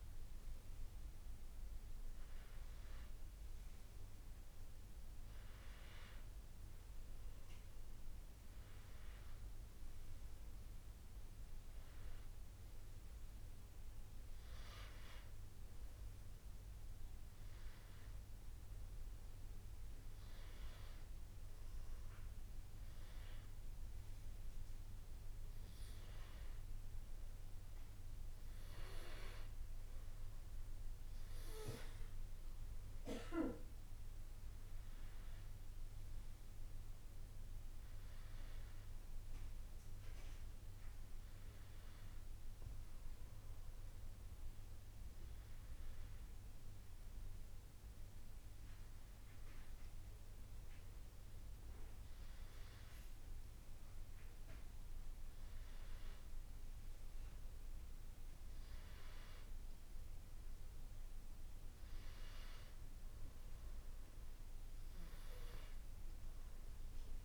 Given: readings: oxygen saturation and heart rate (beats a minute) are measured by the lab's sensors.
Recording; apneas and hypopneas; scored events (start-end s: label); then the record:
breathing in sleep, hard to hear, by a room microphone; none
none scored
From the record:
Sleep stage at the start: N2 (light sleep); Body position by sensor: on the back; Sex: male